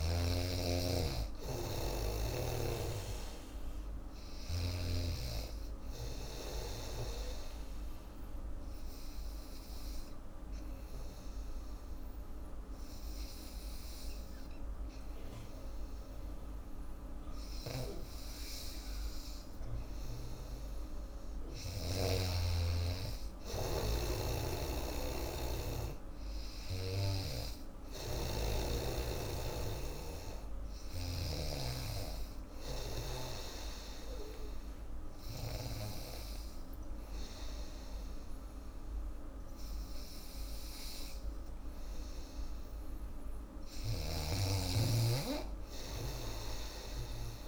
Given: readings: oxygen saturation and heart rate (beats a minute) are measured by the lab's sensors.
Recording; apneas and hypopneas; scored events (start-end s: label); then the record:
breathing in sleep by a room microphone; 1
0.00-12.50 s: oxygen desaturation (device-marked, oxygen 94% lowest, heart rate 79 extreme)
7.00-19.50 s: obstructive apnea (oxygen 97% before, 94% lowest, heart rate 83 before, 79 extreme, up 1 after)
19.50-36.50 s: oxygen desaturation (device-marked, oxygen 98% before, 94% lowest, heart rate 83 before, 80 extreme)
22.00-25.50 s: arousal
24.00-27.50 s: snoring (device-marked)
29.50-33.00 s: snoring (device-marked)
43.50-47.48 s: snoring (device-marked)
46.00-47.48 s: arousal
From the record:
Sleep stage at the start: N3 (deep sleep); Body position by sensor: on the back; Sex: female